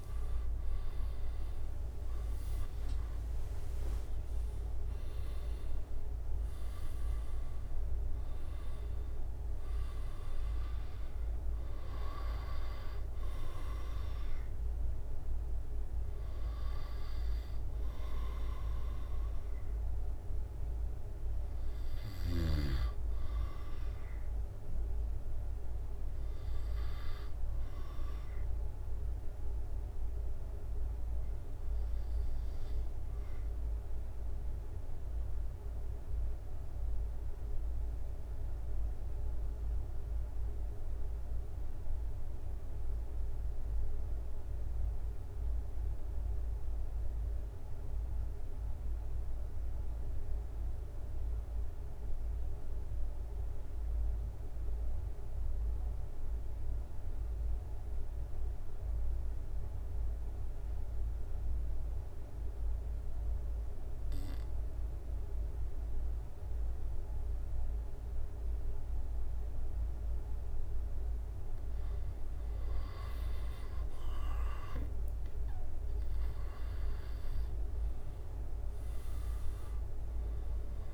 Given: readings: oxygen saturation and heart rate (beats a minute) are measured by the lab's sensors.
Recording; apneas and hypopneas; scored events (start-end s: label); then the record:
breathing in sleep, hard to hear, by a room microphone; 1
0.00-4.00 s: arousal
0.00-15.50 s: drop in pulse transit time (device-marked, heart rate 73 extreme)
0.00-28.50 s: oxygen desaturation (device-marked, oxygen 87% lowest, heart rate 67 extreme)
28.50-69.50 s: obstructive apnea (oxygen 96% before, 92% lowest, heart rate 76 before, 65 extreme, up 2 after)
57.50-80.94 s: oxygen desaturation (device-marked, oxygen 97% before, 92% lowest, heart rate 69 before, 65 extreme)
74.00-78.00 s: arousal
74.50-80.94 s: drop in pulse transit time (device-marked, heart rate 68 before, 65 extreme)
From the record:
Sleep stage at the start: N2 (light sleep); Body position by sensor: on the back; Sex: male